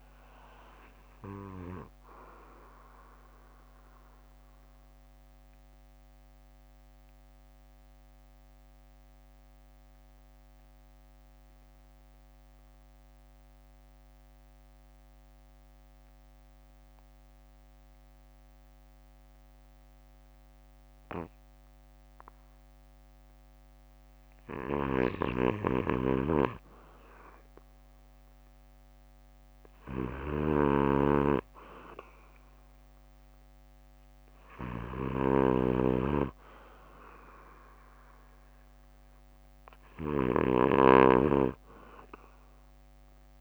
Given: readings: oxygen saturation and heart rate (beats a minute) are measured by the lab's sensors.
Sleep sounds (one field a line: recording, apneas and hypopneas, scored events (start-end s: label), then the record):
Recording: breathing in sleep by a microphone on the trachea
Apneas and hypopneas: 1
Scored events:
2.50-22.50 s: mixed apnea (oxygen 94% before, 91% lowest, heart rate 68 before, 55 extreme, up 4 after)
6.50-22.50 s: bradycardia (device-marked, heart rate 62 before, 56 extreme)
25.00-30.50 s: arousal
25.50-27.50 s: bradycardia (device-marked, heart rate 62 before, 60 extreme)
28.50-30.50 s: bradycardia (device-marked, heart rate 62 before, 55 extreme)
36.50-43.41 s: oxygen desaturation (device-marked, oxygen 98% before, 91% lowest, heart rate 59 before, 52 extreme)
From the record:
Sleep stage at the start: REM sleep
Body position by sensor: on the back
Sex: male